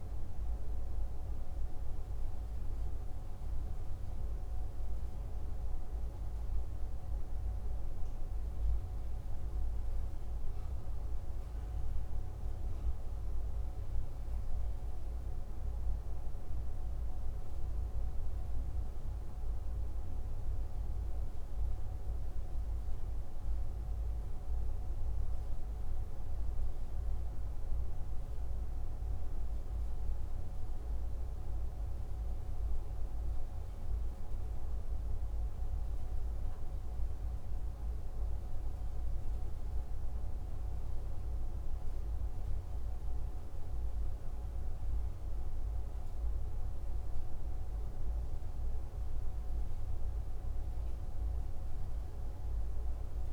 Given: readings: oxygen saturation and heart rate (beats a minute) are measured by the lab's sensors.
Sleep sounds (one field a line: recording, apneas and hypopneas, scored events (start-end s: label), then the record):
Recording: breathing in sleep, hard to hear, by a room microphone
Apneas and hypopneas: none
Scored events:
none scored
From the record:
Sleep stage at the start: N2 (light sleep)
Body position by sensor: on the left side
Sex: male